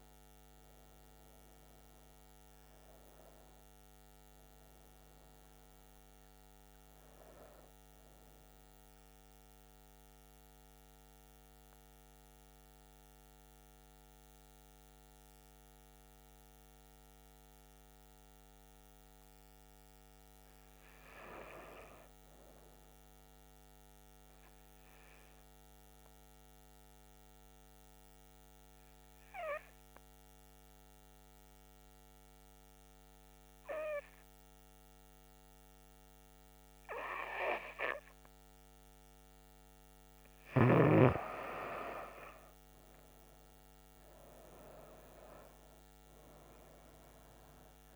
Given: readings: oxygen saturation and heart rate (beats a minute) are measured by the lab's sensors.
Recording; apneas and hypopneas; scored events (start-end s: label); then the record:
breathing in sleep by a microphone on the trachea; 1
0.00-8.50 s: oxygen desaturation (device-marked, oxygen 91% lowest, heart rate 66 extreme)
11.50-39.00 s: hypopnea (oxygen 98% before, 91% lowest, heart rate 77 before, 66 extreme, up 8 after)
29.50-47.96 s: oxygen desaturation (device-marked, oxygen 99% before, 91% lowest, heart rate 70 before, 67 extreme)
42.00-46.00 s: arousal
From the record:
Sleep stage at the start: N2 (light sleep); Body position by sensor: on the back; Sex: female